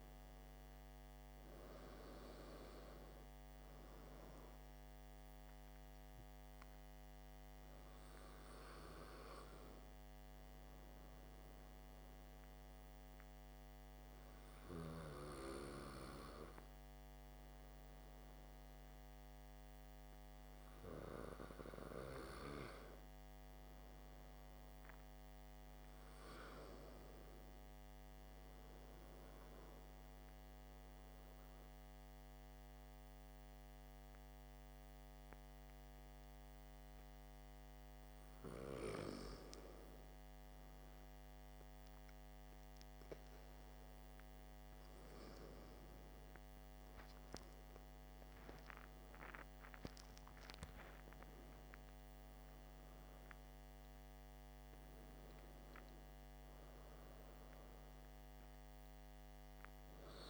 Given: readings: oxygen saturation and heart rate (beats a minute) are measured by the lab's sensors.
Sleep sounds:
breathing in sleep by a microphone on the trachea; 1
23.50-26.00 s: arousal
28.00-39.00 s: obstructive apnea (oxygen 96% before, 94% lowest, heart rate 56 before, 52 extreme, up 8 after)
46.50-50.50 s: arousal
From the record:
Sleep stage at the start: N2 (light sleep); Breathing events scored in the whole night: 252 in 4.3 hours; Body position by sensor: on the back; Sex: male

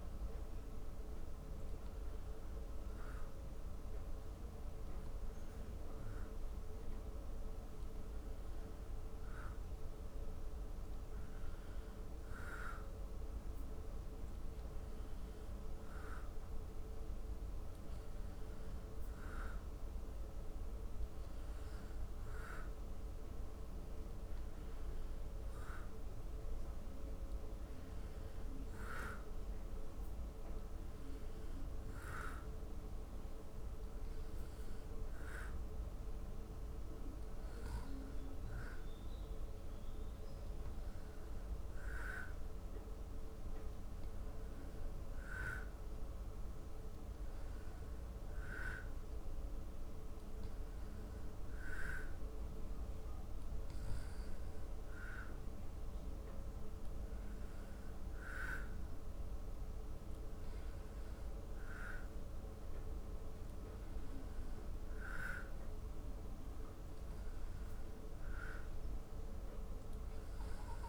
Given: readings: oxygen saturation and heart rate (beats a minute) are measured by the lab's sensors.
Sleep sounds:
breathing in sleep, hard to hear, by a room microphone; none
none scored
From the record:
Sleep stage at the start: N2 (light sleep); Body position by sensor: on the back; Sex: male

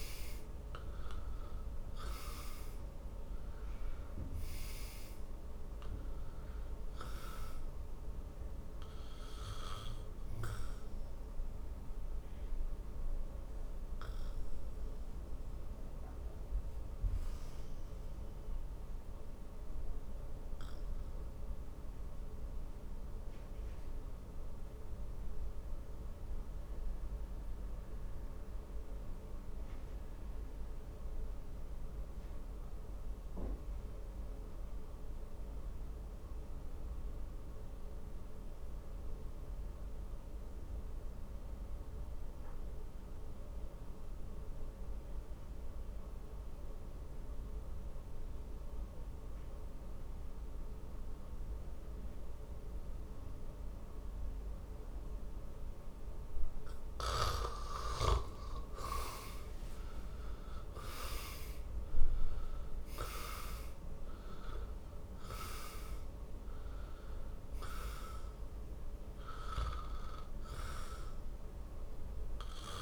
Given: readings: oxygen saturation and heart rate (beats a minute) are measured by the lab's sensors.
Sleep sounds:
breathing in sleep by a room microphone; 1
0.00-14.00 s: oxygen desaturation (device-marked, oxygen 93% lowest, heart rate 49 extreme)
12.50-55.50 s: obstructive apnea (oxygen 98% before, 79% lowest, heart rate 63 before, 49 extreme, up 20 after)
24.00-33.00 s: oxygen desaturation (device-marked, oxygen 94% before, 87% lowest, heart rate 57 before, 49 extreme)
47.00-72.82 s: oxygen desaturation (device-marked, oxygen 99% before, 79% lowest, heart rate 53 before, 48 extreme)
59.00-63.50 s: arousal
From the record:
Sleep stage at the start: N2 (light sleep); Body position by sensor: on the back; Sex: male

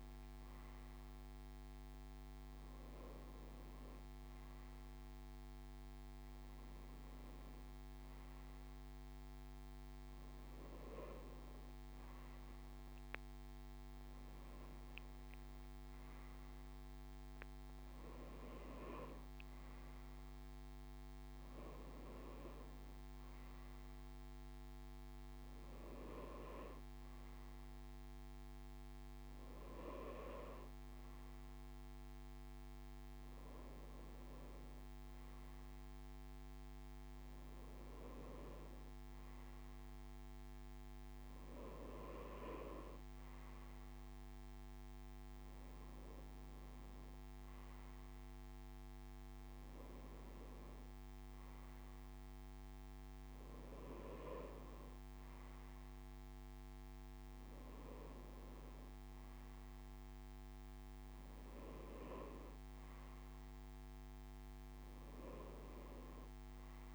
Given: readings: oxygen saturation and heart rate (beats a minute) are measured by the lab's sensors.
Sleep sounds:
breathing in sleep by a microphone on the trachea; none
5.00-66.95 s: new sleep stage, N2 (light sleep)
From the record:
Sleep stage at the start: N3 (deep sleep); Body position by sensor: on the back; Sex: male

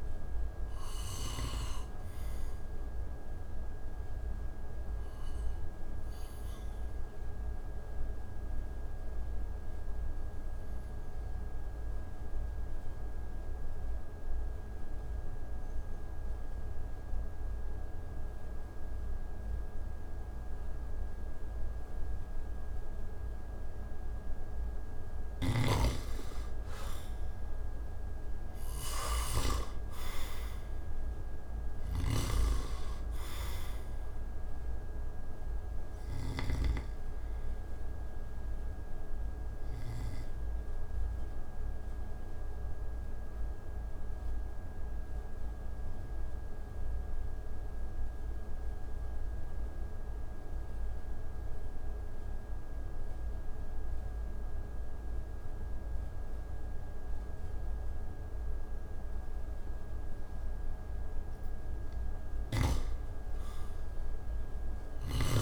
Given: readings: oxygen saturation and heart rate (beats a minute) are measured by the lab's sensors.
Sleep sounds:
breathing in sleep by a room microphone; 2
0.00-18.50 s: oxygen desaturation (device-marked, oxygen 85% lowest)
2.00-23.50 s: obstructive apnea (oxygen 97% before, 85% lowest)
24.50-29.00 s: snoring (device-marked)
27.00-30.50 s: arousal
31.00-36.00 s: snoring (device-marked)
32.50-53.50 s: oxygen desaturation (device-marked, oxygen 96% before, 86% lowest)
39.50-61.00 s: obstructive apnea (oxygen 96% before, 86% lowest)
63.00-65.42 s: arousal
From the record:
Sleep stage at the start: N2 (light sleep); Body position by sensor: on the back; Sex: male

